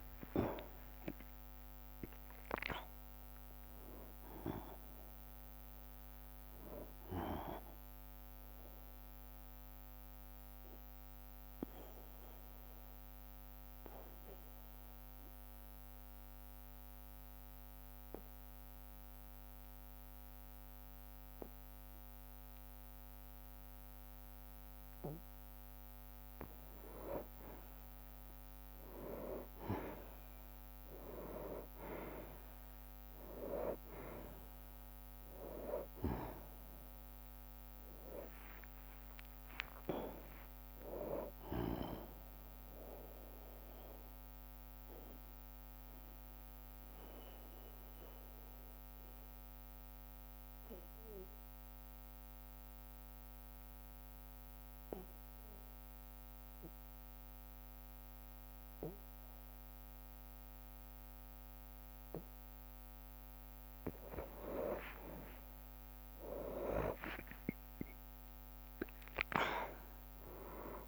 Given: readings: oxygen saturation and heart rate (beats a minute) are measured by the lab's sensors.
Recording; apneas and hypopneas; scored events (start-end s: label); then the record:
breathing in sleep by a microphone on the trachea; 2
0.00-4.50 s: drop in pulse transit time (device-marked, heart rate 53 extreme)
0.00-5.50 s: oxygen desaturation (device-marked, oxygen 92% lowest, heart rate 53 extreme)
2.50-4.50 s: long interval between heartbeats (device-marked, heart rate 62 before, 75 extreme)
5.50-11.50 s: bradycardia (device-marked, heart rate 59 before, 56 extreme)
8.00-26.00 s: obstructive apnea (oxygen 98% before, 90% lowest, heart rate 66 before, 53 extreme, up 8 after)
14.50-30.50 s: bradycardia (device-marked, heart rate 59 before, 53 extreme)
16.50-22.50 s: oxygen desaturation (device-marked, oxygen 95% before, 90% lowest, heart rate 67 before, 53 extreme)
28.50-44.50 s: drop in pulse transit time (device-marked, heart rate 56 before, 53 extreme)
31.00-33.00 s: long interval between heartbeats (device-marked, heart rate 56 before, 57 extreme)
33.50-38.50 s: arousal
33.50-57.50 s: oxygen desaturation (device-marked, oxygen 98% before, 91% lowest, heart rate 56 before, 55 extreme)
38.00-40.00 s: long interval between heartbeats (device-marked, heart rate 57 before, 77 extreme)
43.00-64.00 s: mixed apnea (oxygen 98% before, 90% lowest, heart rate 68 before, 52 extreme, up 9 after)
44.50-66.50 s: bradycardia (device-marked, heart rate 59 before, 55 extreme)
65.00-70.50 s: arousal
65.50-70.88 s: drop in pulse transit time (device-marked, heart rate 56 before, 57 extreme)
65.50-70.88 s: oxygen desaturation (device-marked, oxygen 98% before, 90% lowest, heart rate 56 before, 44 extreme)
From the record:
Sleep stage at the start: N2 (light sleep); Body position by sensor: on the back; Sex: male